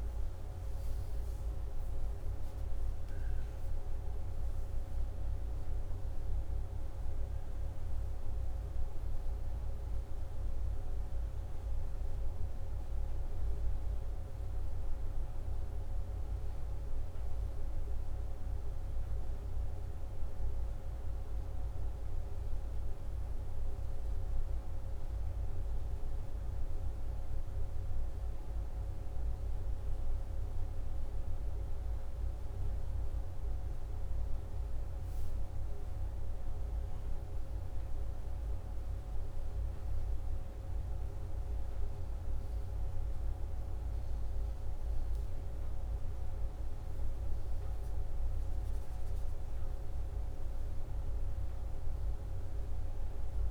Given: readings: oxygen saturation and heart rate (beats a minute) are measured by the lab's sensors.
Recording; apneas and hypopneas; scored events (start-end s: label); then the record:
breathing in sleep, hard to hear, by a room microphone; none
none scored
From the record:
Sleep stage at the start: N2 (light sleep); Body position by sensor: upright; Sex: male